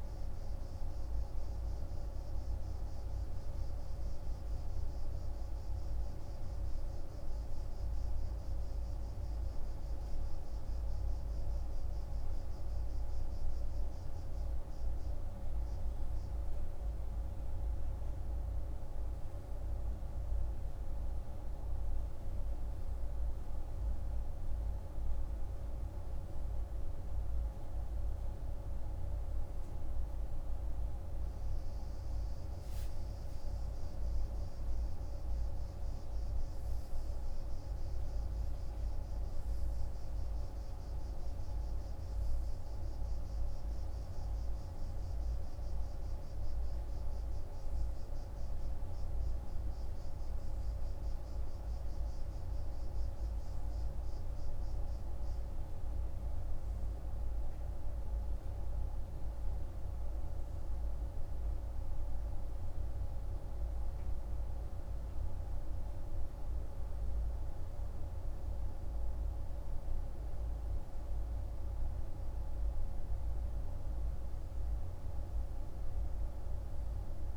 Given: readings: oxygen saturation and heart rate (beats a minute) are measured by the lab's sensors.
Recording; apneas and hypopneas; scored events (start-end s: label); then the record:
breathing in sleep, hard to hear, by a room microphone; none
63.00-77.37 s: new sleep stage, N2 (light sleep)
From the record:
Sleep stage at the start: N3 (deep sleep); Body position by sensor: on the right side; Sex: male